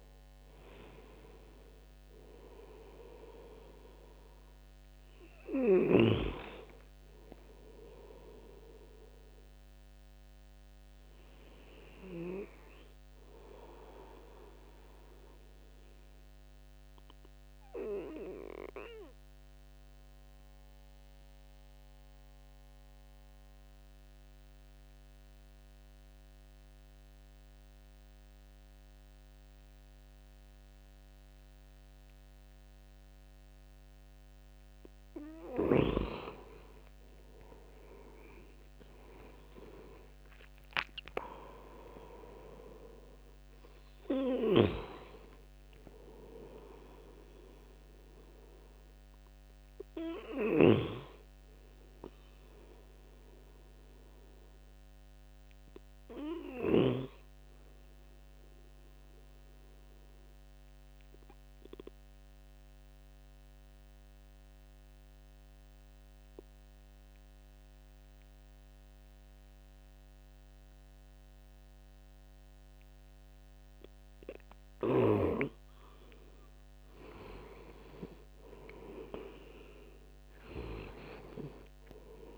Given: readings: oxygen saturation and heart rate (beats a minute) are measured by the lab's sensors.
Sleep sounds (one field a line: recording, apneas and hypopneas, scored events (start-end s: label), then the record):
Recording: breathing in sleep by a microphone on the trachea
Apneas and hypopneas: 2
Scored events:
0.00-26.00 s: oxygen desaturation (device-marked, oxygen 88% lowest, heart rate 68 extreme)
16.50-35.00 s: obstructive apnea (oxygen 96% before, 88% lowest, heart rate 74 before, 71 extreme, up 13 after)
38.00-43.00 s: arousal
40.00-64.00 s: oxygen desaturation (device-marked, oxygen 99% before, 91% lowest, heart rate 73 before, 68 extreme)
59.50-75.00 s: obstructive apnea (oxygen 99% before, 88% lowest, heart rate 77 before, 68 extreme, up 10 after)
76.50-80.00 s: arousal
78.00-82.37 s: oxygen desaturation (device-marked, oxygen 98% before, 90% lowest, heart rate 71 before, 66 extreme)
From the record:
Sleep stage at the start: N2 (light sleep)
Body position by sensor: on the right side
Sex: male